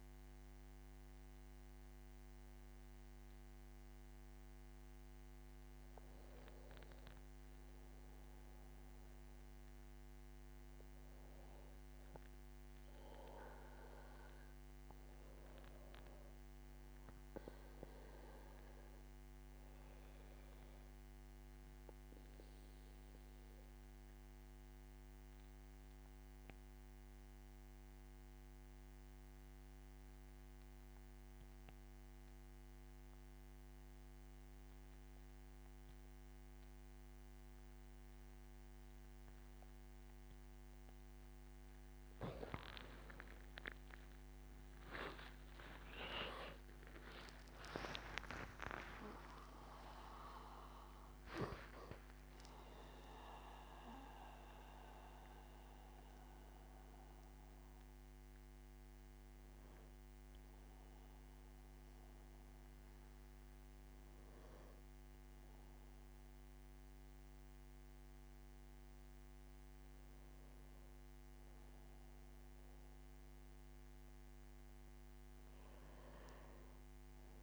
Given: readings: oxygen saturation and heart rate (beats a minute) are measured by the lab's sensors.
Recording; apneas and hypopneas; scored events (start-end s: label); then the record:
breathing in sleep by a microphone on the trachea; 1
19.50-41.00 s: obstructive apnea (oxygen 99% before, 89% lowest, heart rate 81 before, 78 extreme, up 14 after)
31.50-68.50 s: oxygen desaturation (device-marked, oxygen 97% before, 89% lowest, heart rate 83 before, 75 extreme)
43.50-48.50 s: arousal
From the record:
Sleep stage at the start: N2 (light sleep); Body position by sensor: on the back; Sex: male